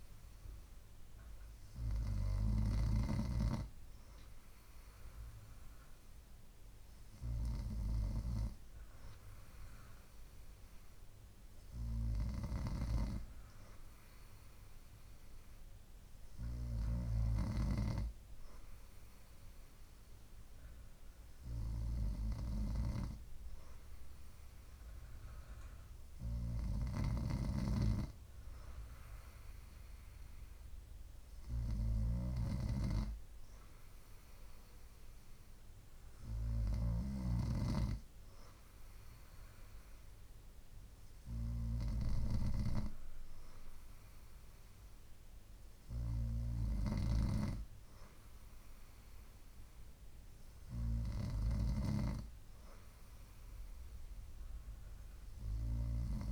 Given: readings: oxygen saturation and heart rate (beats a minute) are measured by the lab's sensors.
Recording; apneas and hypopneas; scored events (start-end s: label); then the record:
breathing in sleep by a room microphone; none
none scored
From the record:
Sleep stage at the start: N2 (light sleep); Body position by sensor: on the right side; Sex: female